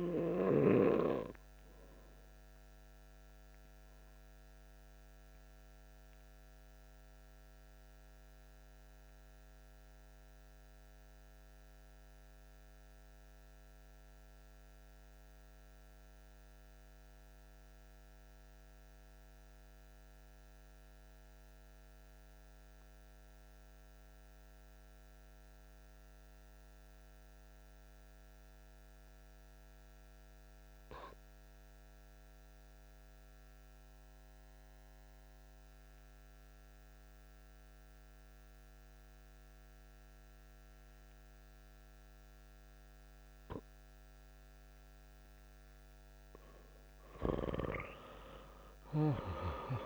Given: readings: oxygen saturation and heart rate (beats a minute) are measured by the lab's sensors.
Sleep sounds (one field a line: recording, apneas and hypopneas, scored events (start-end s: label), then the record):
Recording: breathing in sleep by a microphone on the trachea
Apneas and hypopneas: 1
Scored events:
0.00-9.50 s: oxygen desaturation (device-marked, oxygen 87% lowest)
2.50-45.50 s: mixed apnea (oxygen 94% before, 87% lowest)
34.50-49.86 s: oxygen desaturation (device-marked, oxygen 98% before, 90% lowest)
46.50-49.86 s: arousal
From the record:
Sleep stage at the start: N2 (light sleep)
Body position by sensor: on the back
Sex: male